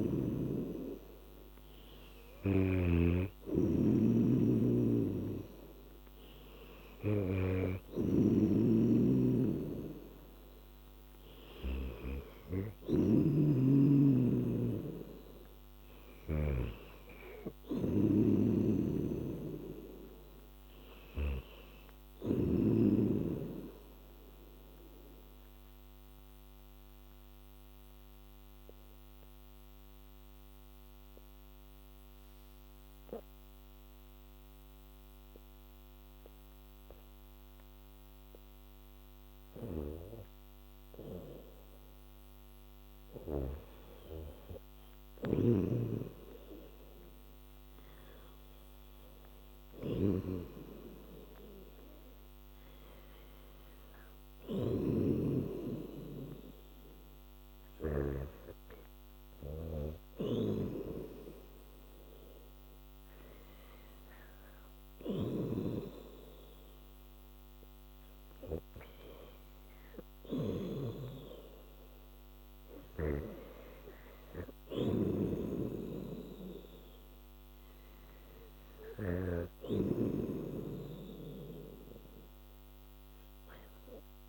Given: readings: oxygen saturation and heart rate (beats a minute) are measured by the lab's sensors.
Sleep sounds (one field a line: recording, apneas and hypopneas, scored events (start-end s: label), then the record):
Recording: breathing in sleep by a microphone on the trachea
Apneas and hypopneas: 1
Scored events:
2.50-12.00 s: snoring (device-marked)
14.00-22.50 s: snoring (device-marked)
23.50-41.50 s: obstructive apnea (oxygen 97% before, 87% lowest, heart rate 92 before, 62 extreme, up 12 after)
44.00-48.00 s: arousal
45.00-58.00 s: snoring (device-marked)
48.50-61.50 s: oxygen desaturation (device-marked, oxygen 98% before, 87% lowest, heart rate 70 before, 80 extreme)
60.00-80.00 s: snoring (device-marked)
From the record:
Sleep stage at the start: N2 (light sleep)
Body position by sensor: on the back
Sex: female